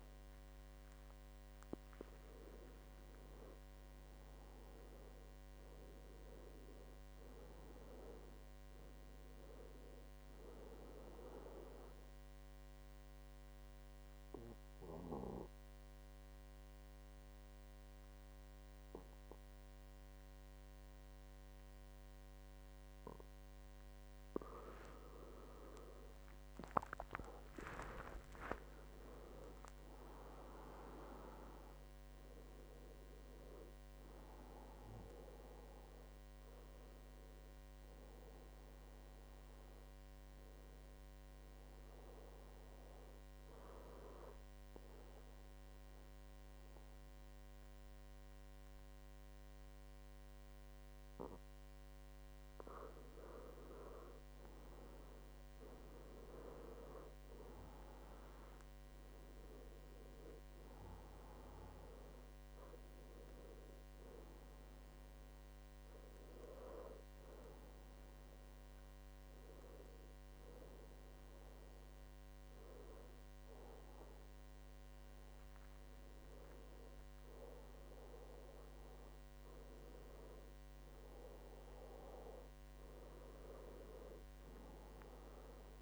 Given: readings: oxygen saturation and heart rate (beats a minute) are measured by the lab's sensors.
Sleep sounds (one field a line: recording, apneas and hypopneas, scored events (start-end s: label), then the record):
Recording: breathing in sleep by a microphone on the trachea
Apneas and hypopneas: 2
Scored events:
11.50-25.00 s: obstructive apnea (oxygen 97% before, 92% lowest, heart rate 75 before, 66 extreme, up 16 after)
26.50-31.00 s: arousal
29.00-46.00 s: oxygen desaturation (device-marked, oxygen 96% before, 92% lowest, heart rate 70 before, 68 extreme)
39.50-52.00 s: hypopnea (oxygen 97% before, 92% lowest, heart rate 73 before, 68 extreme, up 9 after)
55.50-59.50 s: arousal
58.00-71.00 s: oxygen desaturation (device-marked, oxygen 98% before, 94% lowest, heart rate 71 before, 71 extreme)
74.50-76.50 s: long interval between heartbeats (device-marked, heart rate 75 before, 72 extreme)
From the record:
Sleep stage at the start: N2 (light sleep)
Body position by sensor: on the back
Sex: male